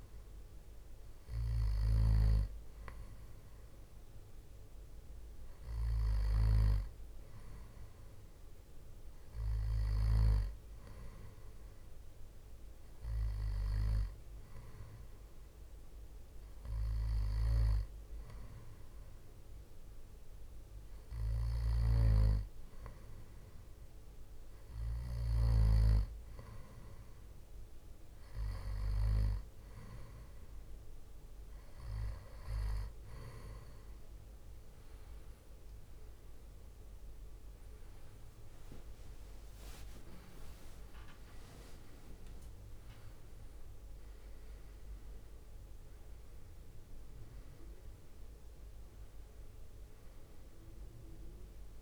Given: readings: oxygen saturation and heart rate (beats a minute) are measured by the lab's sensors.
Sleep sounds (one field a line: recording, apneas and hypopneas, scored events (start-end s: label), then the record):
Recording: breathing in sleep by a room microphone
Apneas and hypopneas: none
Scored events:
35.50-40.00 s: arousal
37.50-51.82 s: drop in pulse transit time (device-marked, heart rate 69 before, 73 extreme)
38.00-39.00 s: leg movement (device-marked)
41.00-42.50 s: leg movement (device-marked)
From the record:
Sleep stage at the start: N2 (light sleep)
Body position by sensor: on the back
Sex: male